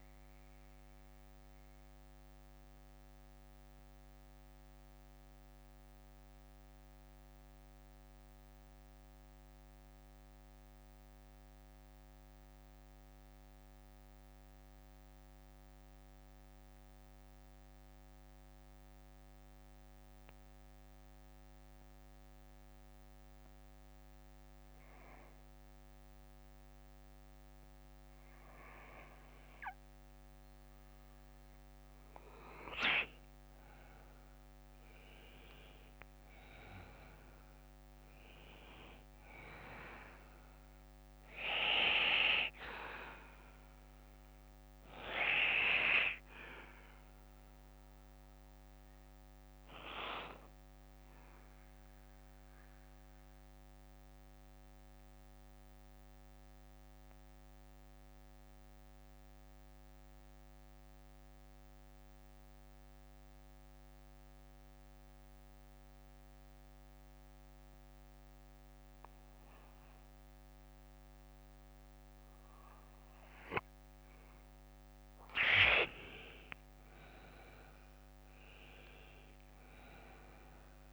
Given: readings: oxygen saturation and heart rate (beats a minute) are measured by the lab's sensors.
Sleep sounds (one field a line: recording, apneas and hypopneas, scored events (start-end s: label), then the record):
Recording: breathing in sleep by a microphone on the trachea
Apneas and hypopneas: 2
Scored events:
0.00-19.00 s: bradycardia (device-marked, heart rate 49 extreme)
1.00-31.50 s: mixed apnea (oxygen 98% before, 89% lowest, heart rate 58 before, 49 extreme, up 11 after)
15.00-22.00 s: oxygen desaturation (device-marked, oxygen 96% before, 89% lowest, heart rate 55 before, 58 extreme)
34.50-38.50 s: arousal
41.00-48.00 s: oxygen desaturation (device-marked, oxygen 98% before, 93% lowest, heart rate 63 before, 53 extreme)
42.00-52.00 s: bradycardia (device-marked, heart rate 59 before, 54 extreme)
50.00-66.00 s: oxygen desaturation (device-marked, oxygen 95% before, 89% lowest, heart rate 62 before, 56 extreme)
51.50-76.00 s: mixed apnea (oxygen 99% before, 86% lowest, heart rate 62 before, 46 extreme, up 14 after)
54.00-69.00 s: bradycardia (device-marked, heart rate 58 before, 53 extreme)
77.00-80.93 s: arousal
From the record:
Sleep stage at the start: N2 (light sleep)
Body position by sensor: on the back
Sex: male